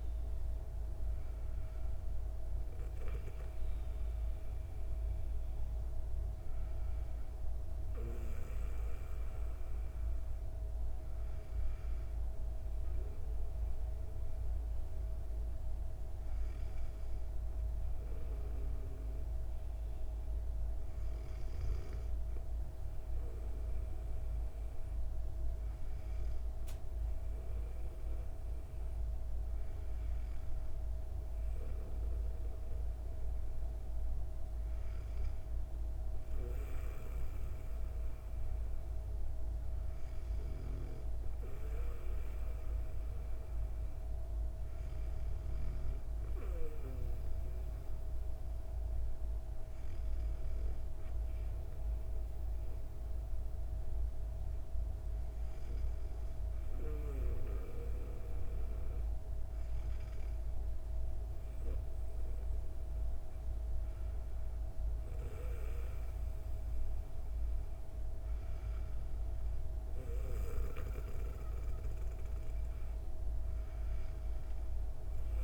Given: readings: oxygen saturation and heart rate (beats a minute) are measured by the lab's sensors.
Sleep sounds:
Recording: breathing in sleep, hard to hear, by a room microphone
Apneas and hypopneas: none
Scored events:
none scored
From the record:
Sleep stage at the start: N2 (light sleep)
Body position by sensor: on the back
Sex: female

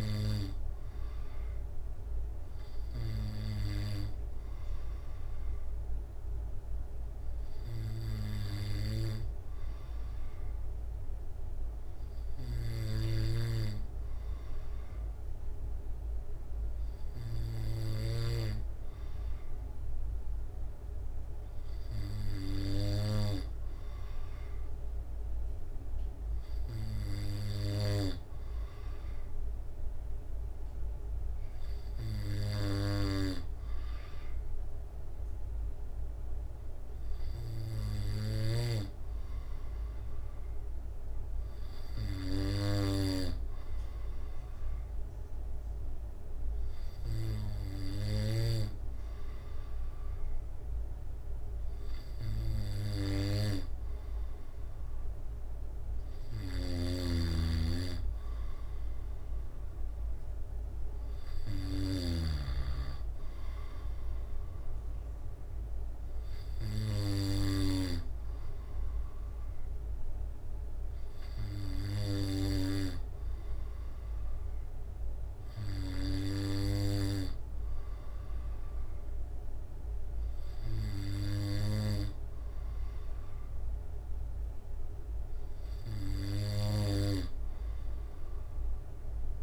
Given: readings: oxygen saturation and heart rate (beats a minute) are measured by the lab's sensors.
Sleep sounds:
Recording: breathing in sleep by a room microphone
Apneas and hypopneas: none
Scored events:
57.00-62.50 s: snoring (device-marked)
From the record:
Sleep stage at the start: N2 (light sleep)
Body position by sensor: on the back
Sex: male

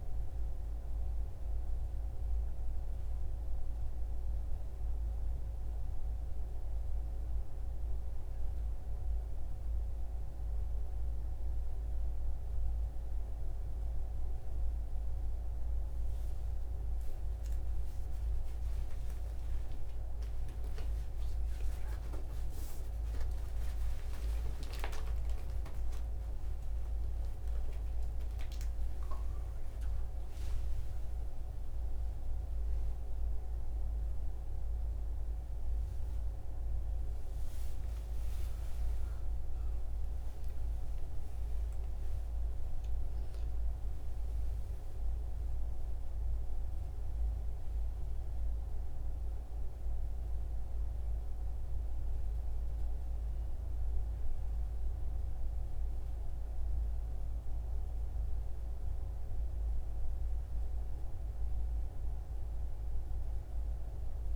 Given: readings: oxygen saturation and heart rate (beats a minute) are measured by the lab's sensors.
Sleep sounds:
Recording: a person partly awake in a sleep study, hard to hear, by a room microphone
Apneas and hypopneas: none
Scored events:
0.00-11.50 s: oxygen desaturation (device-marked, oxygen 94% lowest)
29.50-59.50 s: new sleep stage, awake
59.50-64.36 s: new sleep stage, N1 (lightest sleep)
From the record:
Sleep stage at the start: N1 (lightest sleep)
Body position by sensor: on the back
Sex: male

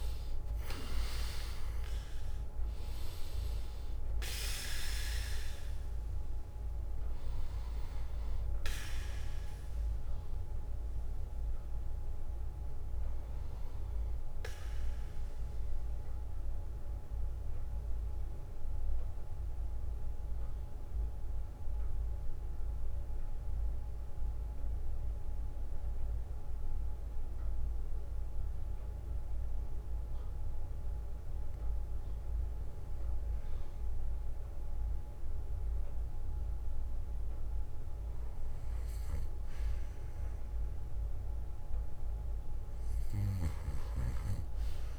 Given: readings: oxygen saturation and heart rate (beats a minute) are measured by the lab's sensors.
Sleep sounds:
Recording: breathing in sleep by a room microphone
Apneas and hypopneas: 1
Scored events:
14.50-31.50 s: central apnea (oxygen 96% before, 91% lowest, heart rate 67 before, 56 extreme, up 3 after)
18.00-44.99 s: new sleep stage, REM sleep
19.00-21.00 s: bradycardia (device-marked, heart rate 64 before, 61 extreme)
23.00-33.00 s: oxygen desaturation (device-marked, oxygen 95% before, 91% lowest, heart rate 65 before, 58 extreme)
25.00-37.00 s: bradycardia (device-marked, heart rate 64 before, 56 extreme)
33.50-37.00 s: arousal
From the record:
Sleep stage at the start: N2 (light sleep)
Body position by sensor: on the back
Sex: male

